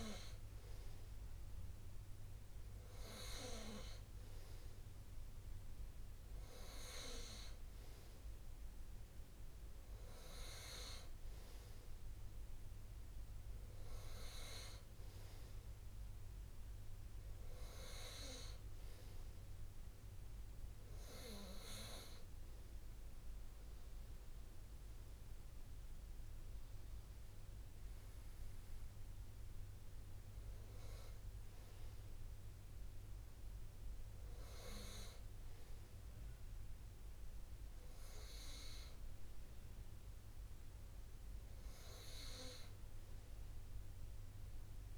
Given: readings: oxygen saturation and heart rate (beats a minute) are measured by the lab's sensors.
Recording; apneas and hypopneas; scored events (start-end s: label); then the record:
breathing in sleep by a room microphone; none
8.50-10.50 s: long interval between heartbeats (device-marked)
29.50-31.50 s: long interval between heartbeats (device-marked)
33.50-35.50 s: long interval between heartbeats (device-marked)
38.50-40.50 s: long interval between heartbeats (device-marked)
From the record:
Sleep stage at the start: N2 (light sleep); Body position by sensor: on the right side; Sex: male